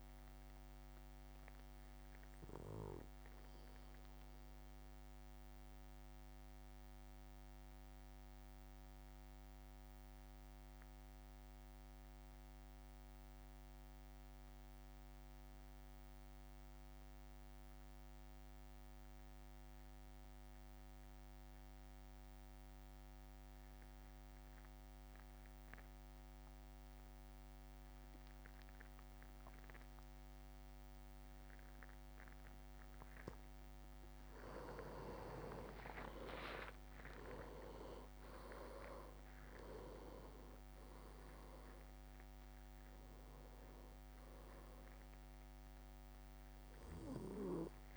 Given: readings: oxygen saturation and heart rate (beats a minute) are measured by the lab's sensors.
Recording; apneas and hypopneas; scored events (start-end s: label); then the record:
breathing in sleep by a microphone on the trachea; 1
0.00-3.50 s: oxygen desaturation (device-marked, oxygen 94% lowest, heart rate 48 extreme)
0.00-5.50 s: drop in pulse transit time (device-marked, heart rate 48 extreme)
2.00-33.50 s: mixed apnea (oxygen 99% before, 92% lowest, heart rate 56 before, 50 extreme, up 5 after)
35.00-39.50 s: arousal
35.00-39.50 s: leg movement (device-marked)
37.50-47.97 s: drop in pulse transit time (device-marked, heart rate 55 before, 52 extreme)
From the record:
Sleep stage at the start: N2 (light sleep); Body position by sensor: on the back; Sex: male